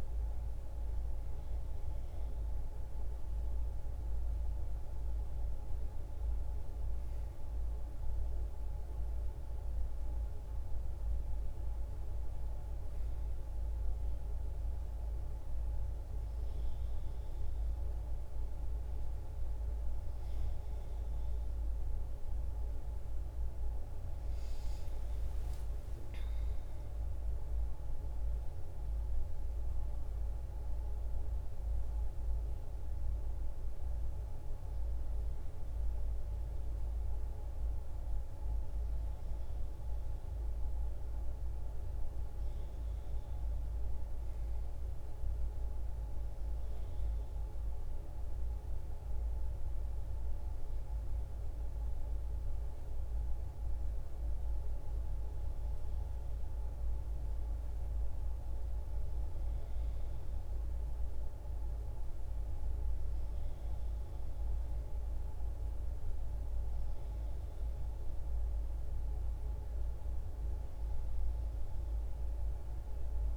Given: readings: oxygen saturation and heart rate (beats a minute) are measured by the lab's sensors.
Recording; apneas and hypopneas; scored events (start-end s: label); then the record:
a person awake in a sleep study, hard to hear, by a room microphone; none
none scored
From the record:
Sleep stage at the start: awake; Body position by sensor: on the back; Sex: female